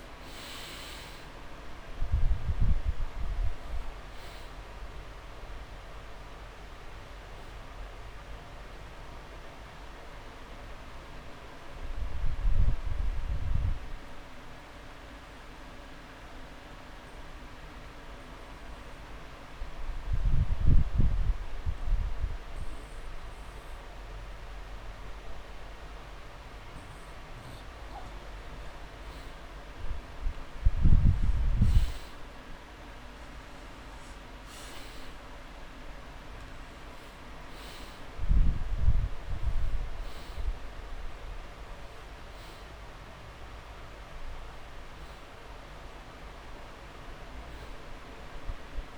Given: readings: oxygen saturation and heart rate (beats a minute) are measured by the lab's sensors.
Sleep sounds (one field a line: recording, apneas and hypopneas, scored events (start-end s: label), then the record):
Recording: breathing in sleep, hard to hear, by a room microphone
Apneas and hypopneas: 1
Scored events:
4.50-35.50 s: oxygen desaturation (device-marked, oxygen 96% before, 91% lowest)
10.00-26.00 s: obstructive apnea (oxygen 97% before, 90% lowest)
29.00-32.00 s: arousal
From the record:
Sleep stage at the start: N2 (light sleep)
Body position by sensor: on the back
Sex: male